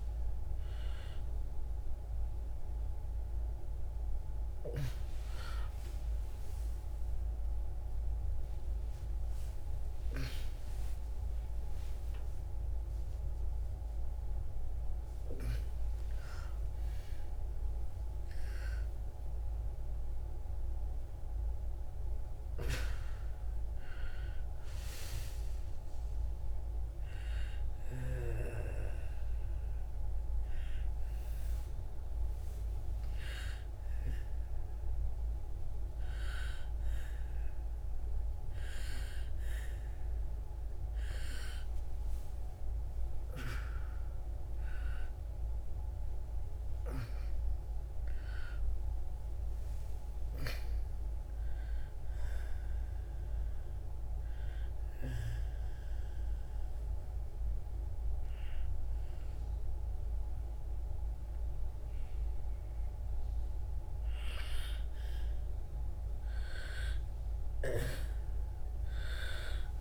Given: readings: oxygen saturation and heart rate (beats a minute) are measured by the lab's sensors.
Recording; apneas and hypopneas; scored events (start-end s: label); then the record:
a person partly awake in a sleep study, by a room microphone; 2
6.00-21.00 s: oxygen desaturation (device-marked, oxygen 97% before, 92% lowest, heart rate 77 before, 71 extreme)
11.00-69.81 s: new sleep stage, N1 (lightest sleep)
26.00-38.50 s: hypopnea (oxygen 97% before, 89% lowest, heart rate 87 before, 66 extreme, up 11 after)
41.50-47.00 s: arousal
43.00-52.00 s: oxygen desaturation (device-marked, oxygen 96% before, 93% lowest, heart rate 73 before, 66 extreme)
54.50-65.50 s: obstructive apnea (oxygen 96% before, 85% lowest, heart rate 74 before, 66 extreme, up 7 after)
From the record:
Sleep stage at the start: awake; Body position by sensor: on the back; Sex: female